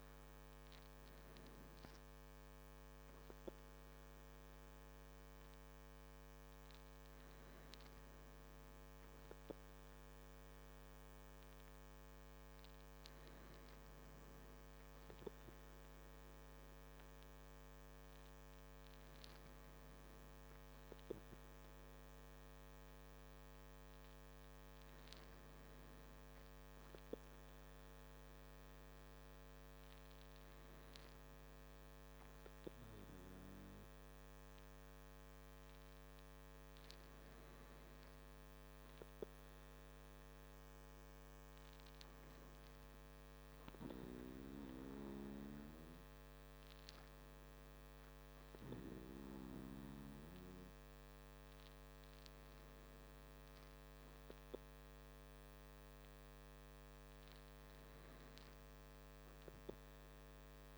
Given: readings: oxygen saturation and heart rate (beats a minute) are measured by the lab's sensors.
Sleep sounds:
breathing in sleep by a microphone on the trachea; none
none scored
From the record:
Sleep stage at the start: N2 (light sleep); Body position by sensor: on the back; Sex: male

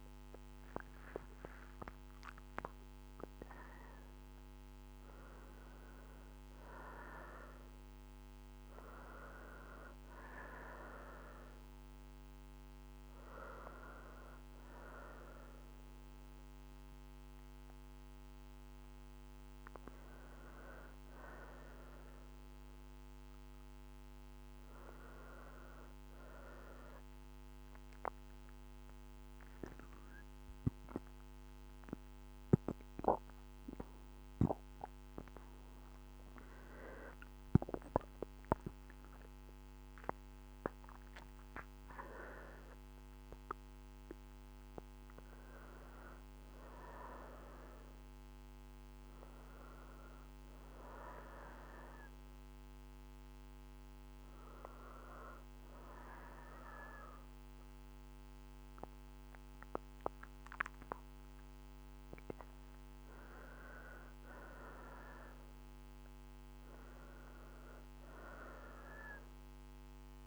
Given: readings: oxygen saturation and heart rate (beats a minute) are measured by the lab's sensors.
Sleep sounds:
breathing in sleep by a microphone on the trachea; none
14.00-24.00 s: oxygen desaturation (device-marked, oxygen 95% before, 91% lowest, heart rate 66 before, 62 extreme)
30.50-36.50 s: arousal
43.00-53.00 s: oxygen desaturation (device-marked, oxygen 95% before, 91% lowest, heart rate 73 before, 62 extreme)
From the record:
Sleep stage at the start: N2 (light sleep); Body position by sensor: on the right side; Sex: female

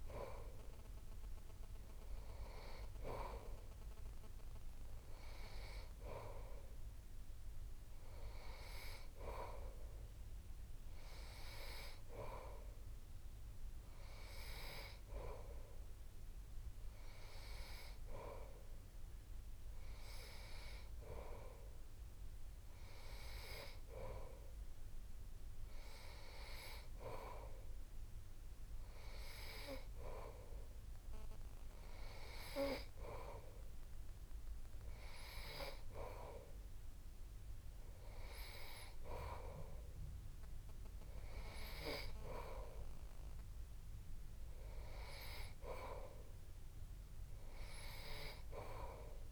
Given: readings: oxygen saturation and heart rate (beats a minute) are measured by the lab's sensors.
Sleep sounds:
breathing in sleep by a room microphone; none
none scored
From the record:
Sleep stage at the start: N3 (deep sleep); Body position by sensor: on the back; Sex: male

